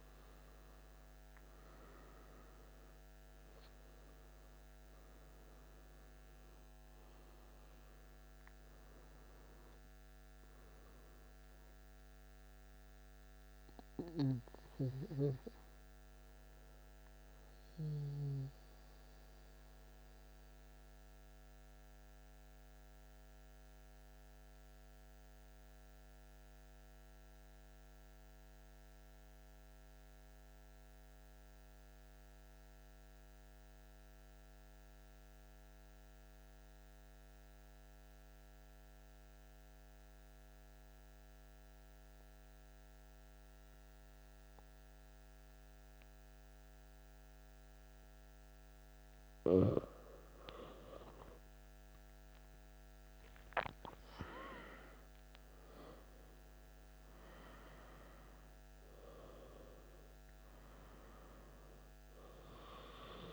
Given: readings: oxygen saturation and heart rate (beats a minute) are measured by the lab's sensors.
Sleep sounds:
breathing in sleep by a microphone on the trachea; 1
0.00-17.00 s: oxygen desaturation (device-marked, oxygen 91% lowest, heart rate 59 extreme)
17.50-48.50 s: mixed apnea (oxygen 96% before, 93% lowest, heart rate 149 before, 59 extreme)
46.00-63.33 s: oxygen desaturation (device-marked, oxygen 97% before, 93% lowest, heart rate 85 before, 82 extreme)
50.50-55.00 s: arousal
From the record:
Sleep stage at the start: N2 (light sleep); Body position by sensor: on the back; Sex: male

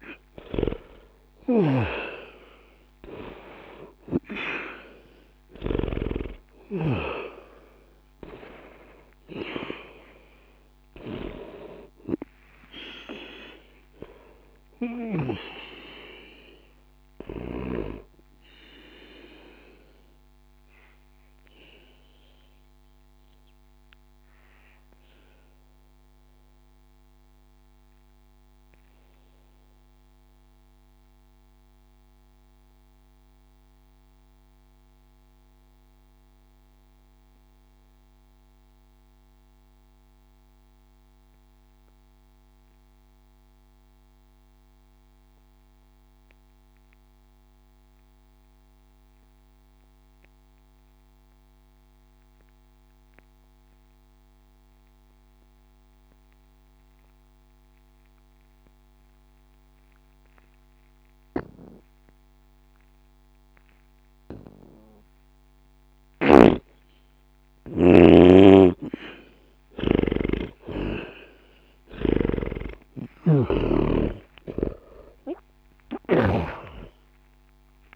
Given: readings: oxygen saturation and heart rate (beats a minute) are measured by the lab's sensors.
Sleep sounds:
breathing in sleep by a microphone on the trachea; 1
0.00-2.00 s: arousal
0.00-11.50 s: oxygen desaturation (device-marked, oxygen 84% lowest, heart rate 60 extreme)
12.00-16.00 s: arousal
17.50-39.50 s: oxygen desaturation (device-marked, oxygen 87% before, 75% lowest, heart rate 60 before, 59 extreme)
19.50-67.00 s: obstructive apnea (oxygen 94% before, 75% lowest, heart rate 60 before, 59 extreme, up 20 after)
61.50-77.96 s: oxygen desaturation (device-marked, oxygen 98% before, 76% lowest, heart rate 61 before, 60 extreme)
66.00-70.00 s: snoring (device-marked)
72.00-77.00 s: arousal
From the record:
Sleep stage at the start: N2 (light sleep); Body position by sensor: on the back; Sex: male

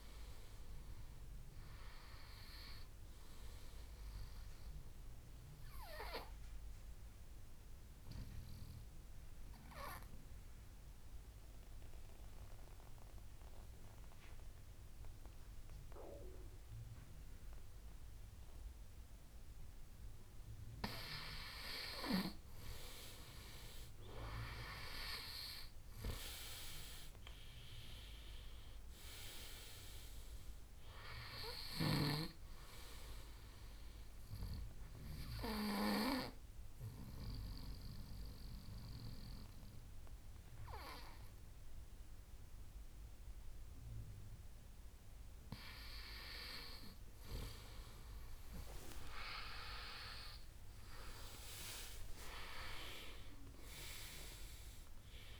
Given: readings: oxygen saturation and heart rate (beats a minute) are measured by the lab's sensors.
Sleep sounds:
breathing in sleep by a room microphone; 2
6.00-20.00 s: obstructive apnea (oxygen 96% before, 94% lowest, heart rate 79 before, 67 extreme, up 7 after)
23.00-26.00 s: arousal
35.00-46.50 s: obstructive apnea (oxygen 97% before, 94% lowest, heart rate 75 before, 66 extreme, up 14 after)
51.00-54.50 s: arousal
From the record:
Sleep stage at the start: N2 (light sleep); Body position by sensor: on the right side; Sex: male

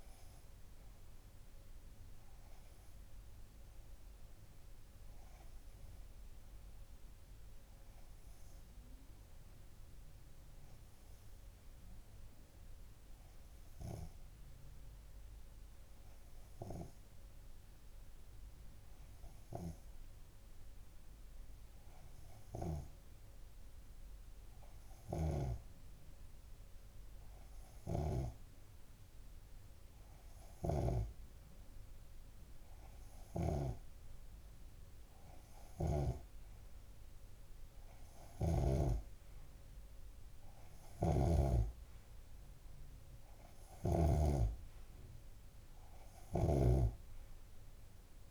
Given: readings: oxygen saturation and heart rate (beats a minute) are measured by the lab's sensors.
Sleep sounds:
breathing in sleep by a room microphone; 1
0.00-5.50 s: oxygen desaturation (device-marked, oxygen 94% lowest)
6.50-25.50 s: obstructive apnea (oxygen 97% before, 93% lowest)
27.50-30.50 s: arousal
36.00-44.50 s: snoring (device-marked)
37.50-48.31 s: oxygen desaturation (device-marked, oxygen 98% before, 93% lowest)
From the record:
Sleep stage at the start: N2 (light sleep); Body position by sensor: on the left side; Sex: male

